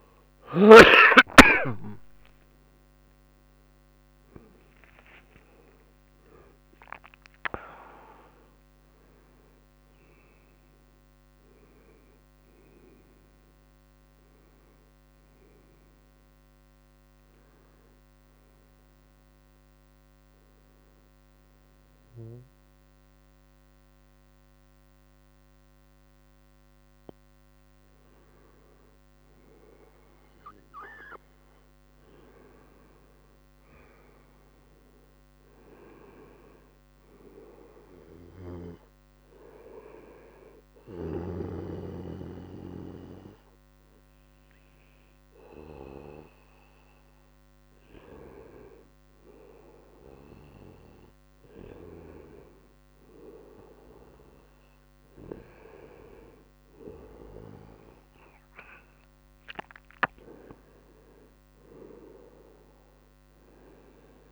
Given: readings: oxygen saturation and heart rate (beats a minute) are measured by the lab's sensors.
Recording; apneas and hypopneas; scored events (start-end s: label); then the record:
breathing in sleep by a microphone on the trachea; 2
0.50-6.00 s: arousal
17.00-28.00 s: hypopnea (oxygen 96% before, 94% lowest, heart rate 86 before, 78 extreme, up 1 after)
19.00-64.32 s: new sleep stage, N2 (light sleep)
30.00-34.00 s: arousal
38.00-48.50 s: obstructive apnea (oxygen 98% before, 92% lowest, heart rate 82 before, 76 extreme, up 2 after)
44.00-56.00 s: oxygen desaturation (device-marked, oxygen 98% before, 94% lowest, heart rate 81 before, 75 extreme)
57.50-61.00 s: arousal
From the record:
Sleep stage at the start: N1 (lightest sleep); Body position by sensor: on the right side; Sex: male